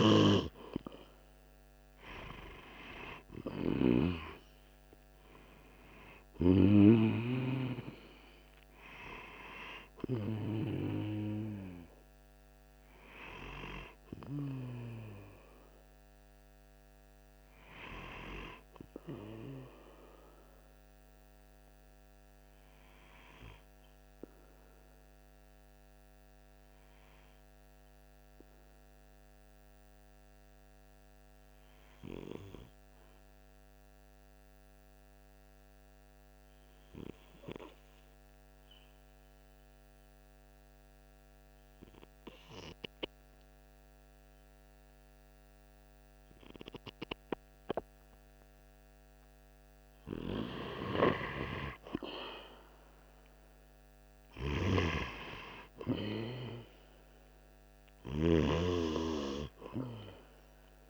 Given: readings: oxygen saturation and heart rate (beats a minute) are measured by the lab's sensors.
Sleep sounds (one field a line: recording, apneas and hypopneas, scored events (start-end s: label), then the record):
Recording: breathing in sleep by a microphone on the trachea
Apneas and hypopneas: 1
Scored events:
0.00-22.00 s: oxygen desaturation (device-marked, oxygen 97% before, 93% lowest, heart rate 47 before, 46 extreme)
20.50-49.50 s: obstructive apnea (oxygen 97% before, 92% lowest, heart rate 49 before, 46 extreme, up 2 after)
52.00-56.00 s: arousal
53.00-60.90 s: oxygen desaturation (device-marked, oxygen 97% before, 92% lowest, heart rate 48 before, 45 extreme)
From the record:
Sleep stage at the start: N2 (light sleep)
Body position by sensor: on the right side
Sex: male